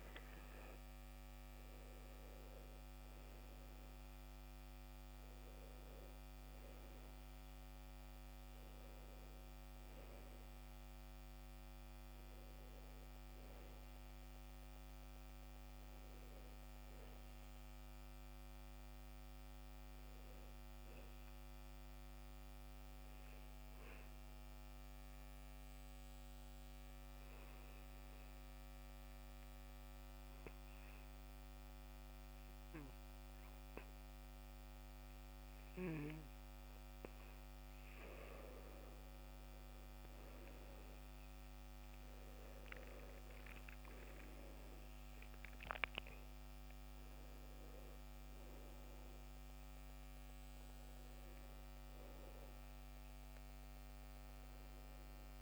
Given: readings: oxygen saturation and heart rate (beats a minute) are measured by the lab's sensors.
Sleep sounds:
breathing in sleep, hard to hear, by a microphone on the trachea; 1
0.00-30.50 s: oxygen desaturation (device-marked, oxygen 91% lowest, heart rate 65 extreme)
23.00-37.50 s: obstructive apnea (oxygen 96% before, 89% lowest, heart rate 72 before, 65 extreme, up 11 after)
38.50-55.42 s: oxygen desaturation (device-marked, oxygen 96% before, 89% lowest, heart rate 67 before, 62 extreme)
41.00-45.00 s: arousal
From the record:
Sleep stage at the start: N2 (light sleep); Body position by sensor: on the back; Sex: male

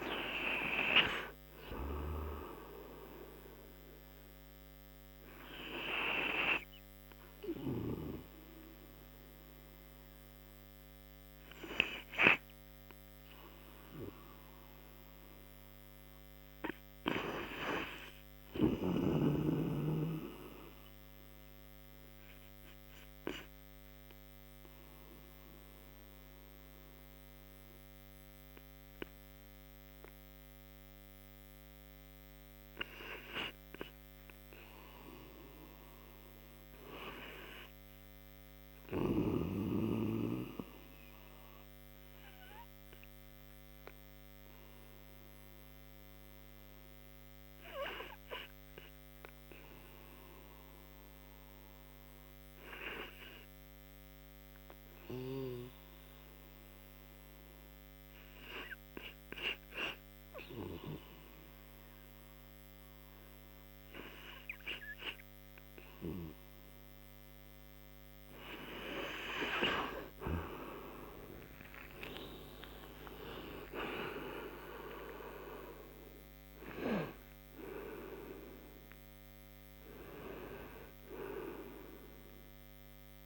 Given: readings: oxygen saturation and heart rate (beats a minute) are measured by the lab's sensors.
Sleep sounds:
breathing in sleep by a microphone on the trachea; 1
0.00-4.00 s: oxygen desaturation (device-marked, oxygen 79% lowest)
15.50-19.00 s: arousal
21.00-68.00 s: obstructive apnea (oxygen 100% before, 80% lowest)
30.00-38.00 s: oxygen desaturation (device-marked, oxygen 99% before, 92% lowest)
43.00-74.00 s: oxygen desaturation (device-marked, oxygen 94% before, 80% lowest)
70.00-76.00 s: tachycardia (device-marked)
71.50-76.00 s: arousal
From the record:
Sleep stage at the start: REM sleep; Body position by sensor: on the right side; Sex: male

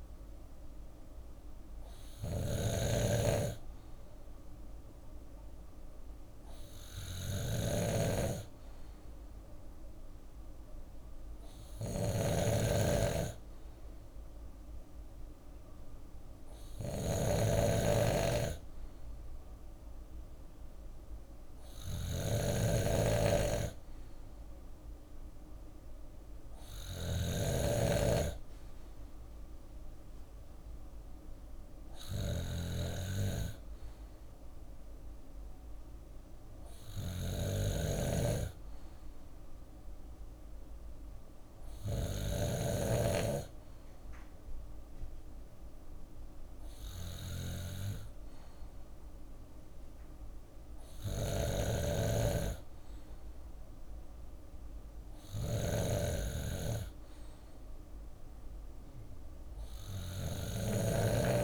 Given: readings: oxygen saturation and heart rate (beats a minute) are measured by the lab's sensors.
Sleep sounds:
breathing in sleep by a room microphone; none
0.00-61.44 s: snoring (device-marked)
20.50-26.50 s: bradycardia (device-marked, heart rate 52 before, 59 extreme)
32.50-39.50 s: bradycardia (device-marked, heart rate 52 before, 57 extreme)
50.50-52.50 s: bradycardia (device-marked, heart rate 52 before, 61 extreme)
53.50-55.50 s: bradycardia (device-marked, heart rate 52 before, 59 extreme)
From the record:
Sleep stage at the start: N2 (light sleep); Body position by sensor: on the left side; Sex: male

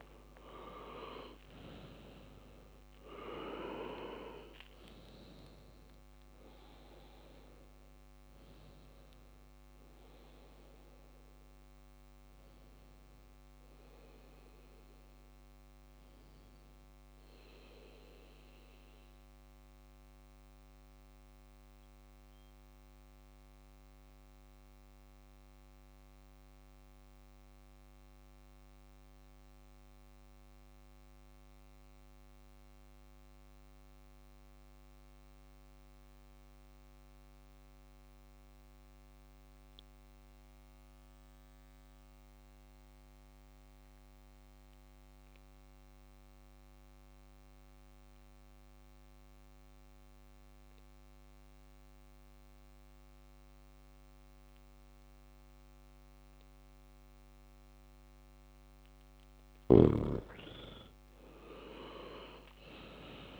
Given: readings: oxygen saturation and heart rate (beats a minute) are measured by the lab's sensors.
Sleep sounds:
breathing in sleep by a microphone on the trachea; 1
0.00-14.00 s: oxygen desaturation (device-marked, oxygen 91% lowest, heart rate 59 extreme)
18.50-58.50 s: mixed apnea (oxygen 97% before, 92% lowest, heart rate 65 before, 54 extreme, up 10 after)
20.00-28.00 s: oxygen desaturation (device-marked, oxygen 95% before, 92% lowest, heart rate 65 before, 55 extreme)
57.00-63.40 s: new sleep stage, N1 (lightest sleep)
60.00-63.40 s: arousal
60.00-63.40 s: oxygen desaturation (device-marked, oxygen 98% before, 94% lowest, heart rate 59 before, 56 extreme)
From the record:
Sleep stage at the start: REM sleep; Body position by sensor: on the back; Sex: male

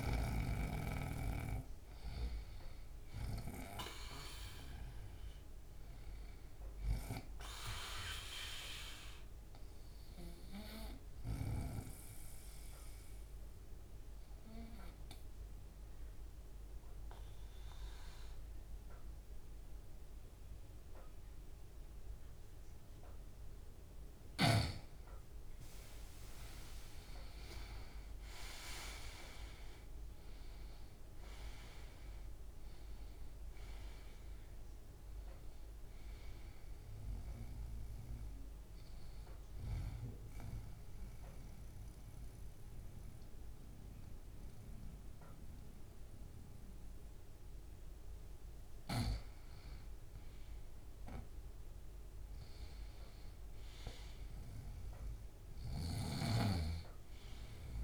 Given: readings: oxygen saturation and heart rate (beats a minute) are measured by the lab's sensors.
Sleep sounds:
breathing in sleep by a room microphone; 2
0.00-2.50 s: arousal
8.00-20.00 s: oxygen desaturation (device-marked, oxygen 97% before, 92% lowest, heart rate 133 before, 99 extreme)
9.50-23.50 s: obstructive apnea (oxygen 97% before, 91% lowest, heart rate 135 before, 99 extreme, up 51 after)
26.50-31.50 s: arousal
32.00-43.00 s: oxygen desaturation (device-marked, oxygen 96% before, 93% lowest, heart rate 142 before, 67 extreme)
39.50-49.50 s: central apnea (oxygen 96% before, 89% lowest, heart rate 136 before, 39 extreme, up 46 after)
50.00-57.84 s: oxygen desaturation (device-marked, oxygen 94% before, 91% lowest, heart rate 160 before, 39 extreme)
52.00-55.00 s: arousal
From the record:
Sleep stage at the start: N2 (light sleep); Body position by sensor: on the right side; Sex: male

